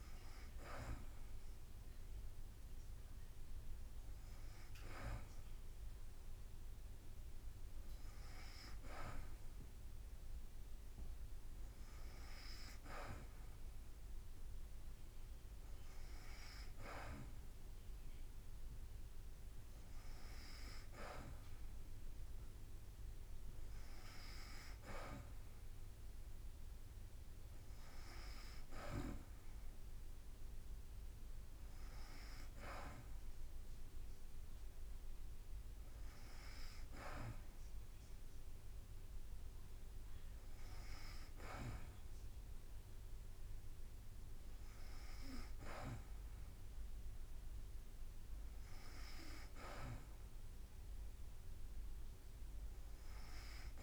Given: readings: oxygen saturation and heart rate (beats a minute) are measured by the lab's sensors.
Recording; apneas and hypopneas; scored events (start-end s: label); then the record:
breathing in sleep by a room microphone; none
32.50-43.50 s: drop in pulse transit time (device-marked, heart rate 54 before, 53 extreme)
From the record:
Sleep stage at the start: N2 (light sleep); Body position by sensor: on the back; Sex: female